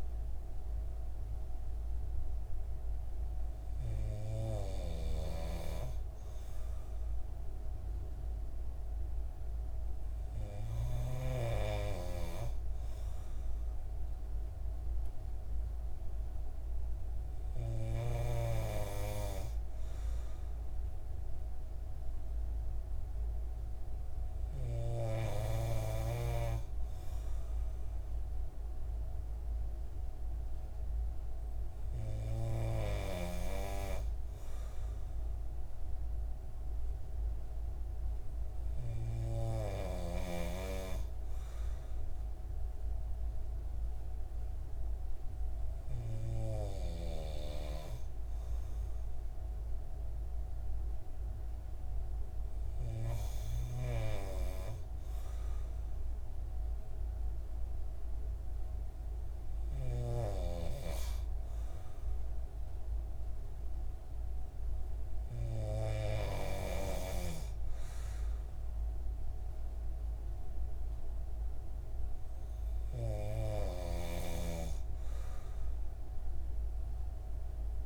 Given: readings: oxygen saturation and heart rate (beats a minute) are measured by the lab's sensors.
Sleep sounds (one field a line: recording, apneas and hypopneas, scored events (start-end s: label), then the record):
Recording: breathing in sleep by a room microphone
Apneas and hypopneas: none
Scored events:
none scored
From the record:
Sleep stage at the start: N3 (deep sleep)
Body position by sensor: on the right side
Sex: male